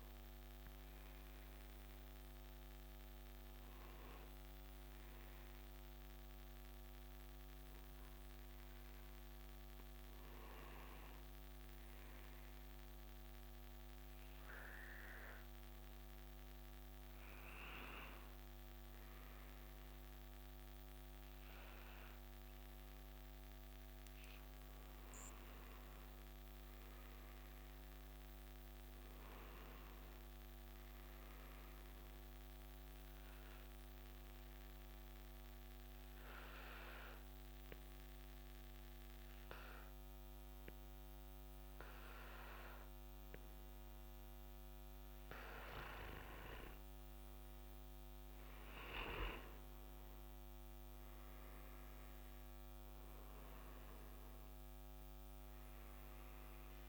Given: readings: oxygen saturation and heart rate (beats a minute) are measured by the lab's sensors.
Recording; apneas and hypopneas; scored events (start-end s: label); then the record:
breathing in sleep by a microphone on the trachea; 1
34.00-47.00 s: obstructive apnea (oxygen 97% before, 93% lowest, heart rate 69 before, 64 extreme, up 7 after)
49.50-53.00 s: arousal
From the record:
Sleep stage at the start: N2 (light sleep); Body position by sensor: on the front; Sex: male